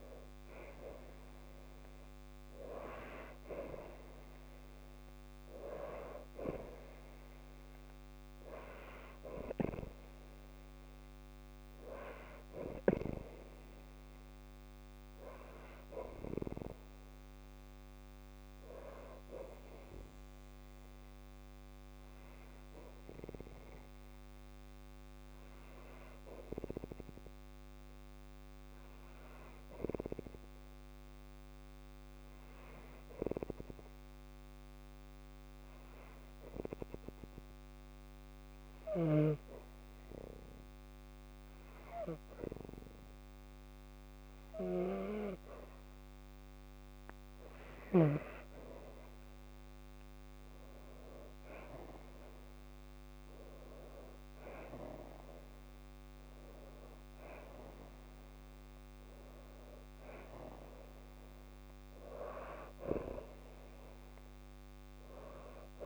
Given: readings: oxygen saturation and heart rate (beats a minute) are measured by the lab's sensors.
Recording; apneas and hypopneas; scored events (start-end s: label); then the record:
breathing in sleep by a microphone on the trachea; 1
17.50-21.00 s: arousal
23.50-44.50 s: hypopnea (oxygen 96% before, 91% lowest, heart rate 54 before, 53 extreme, up 2 after)
47.50-52.00 s: arousal
From the record:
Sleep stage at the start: N2 (light sleep); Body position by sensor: on the back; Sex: female